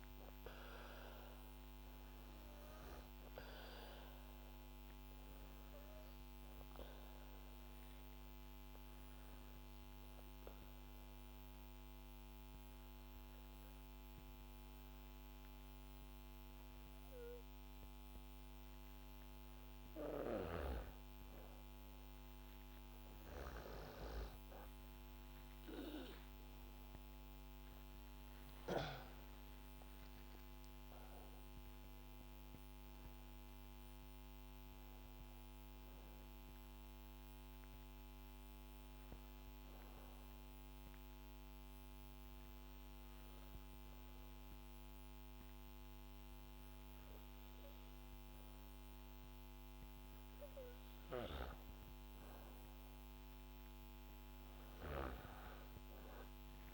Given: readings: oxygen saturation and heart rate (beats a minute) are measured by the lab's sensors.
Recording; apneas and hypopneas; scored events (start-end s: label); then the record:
breathing in sleep by a microphone on the trachea; 2
0.00-2.50 s: arousal
3.50-19.50 s: oxygen desaturation (device-marked, oxygen 98% before, 95% lowest, heart rate 67 before, 58 extreme)
6.00-19.00 s: obstructive apnea (oxygen 98% before, 94% lowest, heart rate 67 before, 58 extreme, up 3 after)
22.00-26.00 s: arousal
26.50-48.50 s: oxygen desaturation (device-marked, oxygen 98% before, 94% lowest, heart rate 67 before, 58 extreme)
35.50-40.50 s: bradycardia (device-marked, heart rate 68 before, 59 extreme)
39.00-50.00 s: obstructive apnea (oxygen 98% before, 94% lowest, heart rate 70 before, 61 extreme, up 9 after)
53.00-55.50 s: arousal
From the record:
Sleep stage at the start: N2 (light sleep); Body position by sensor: on the back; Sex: female